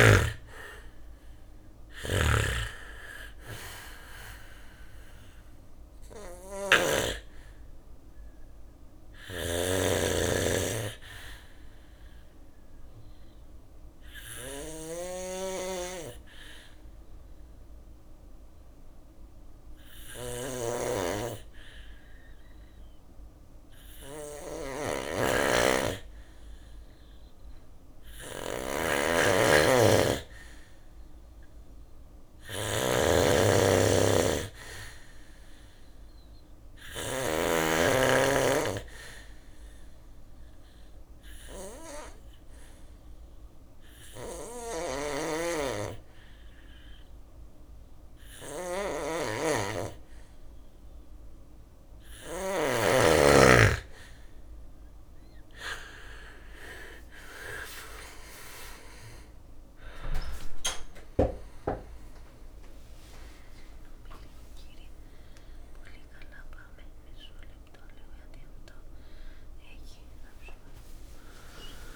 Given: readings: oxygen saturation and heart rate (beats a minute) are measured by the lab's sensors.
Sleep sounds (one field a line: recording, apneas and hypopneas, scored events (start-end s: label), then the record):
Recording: breathing in sleep by a room microphone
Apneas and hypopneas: 2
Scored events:
0.00-6.50 s: drop in pulse transit time (device-marked, heart rate 59 extreme)
0.00-36.00 s: snoring (device-marked)
9.50-20.50 s: bradycardia (device-marked, heart rate 60 before, 56 extreme)
10.50-25.50 s: obstructive apnea (oxygen 97% before, 93% lowest, heart rate 61 before, 56 extreme, up 3 after)
28.50-31.50 s: arousal
31.50-51.50 s: bradycardia (device-marked, heart rate 60 before, 58 extreme)
38.00-50.00 s: obstructive apnea (oxygen 98% before, 93% lowest, heart rate 59 before, 58 extreme, up 6 after)
43.50-51.50 s: snoring (device-marked)
55.50-67.50 s: drop in pulse transit time (device-marked, heart rate 59 before, 61 extreme)
60.50-71.96 s: new sleep stage, awake
61.50-68.50 s: oxygen desaturation (device-marked, oxygen 96% before, 93% lowest, heart rate 60 before, 64 extreme)
66.50-68.50 s: long interval between heartbeats (device-marked, heart rate 62 before, 68 extreme)
From the record:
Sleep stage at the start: N2 (light sleep)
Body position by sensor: on the back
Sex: male